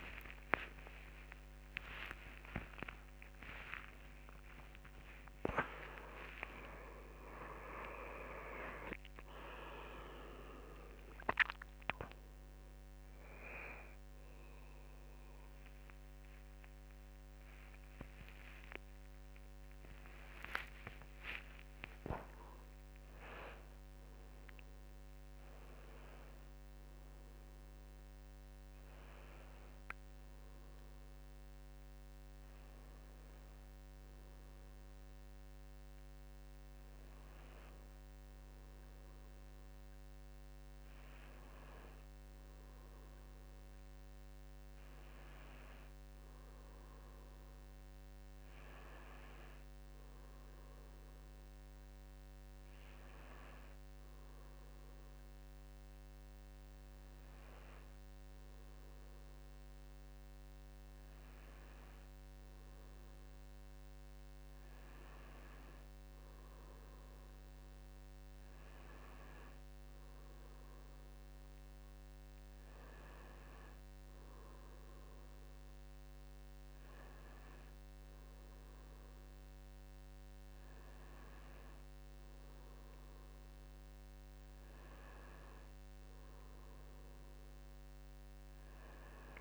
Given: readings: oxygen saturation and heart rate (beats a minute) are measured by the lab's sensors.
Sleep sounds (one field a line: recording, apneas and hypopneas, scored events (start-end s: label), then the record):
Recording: a person partly awake in a sleep study, by a microphone on the trachea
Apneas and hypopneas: none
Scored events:
16.50-19.50 s: drop in pulse transit time (device-marked)
20.50-41.50 s: tachycardia (device-marked, heart rate 65 before, 127 extreme)
26.50-86.50 s: new sleep stage, N1 (lightest sleep)
38.50-55.50 s: oxygen desaturation (device-marked, oxygen 98% before, 93% lowest)
86.50-89.41 s: new sleep stage, N2 (light sleep)
From the record:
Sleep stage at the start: awake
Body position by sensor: on the right side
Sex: male